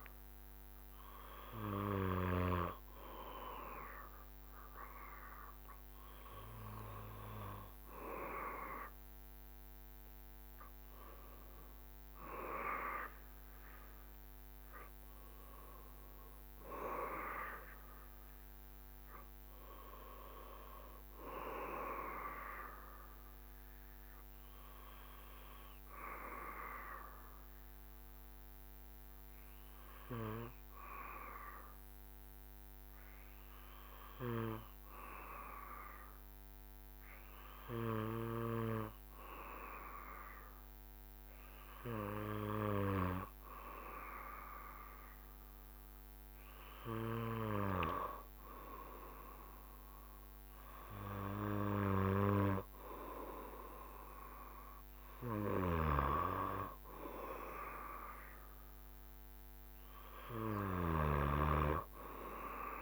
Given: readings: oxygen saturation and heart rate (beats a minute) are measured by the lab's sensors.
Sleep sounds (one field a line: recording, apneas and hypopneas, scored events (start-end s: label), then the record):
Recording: breathing in sleep by a microphone on the trachea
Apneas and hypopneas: 1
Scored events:
16.00-19.50 s: arousal
23.50-45.50 s: obstructive apnea (oxygen 96% before, 94% lowest, heart rate 70 before, 65 extreme, up 3 after)
49.50-53.50 s: arousal
From the record:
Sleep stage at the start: N2 (light sleep)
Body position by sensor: on the back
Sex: male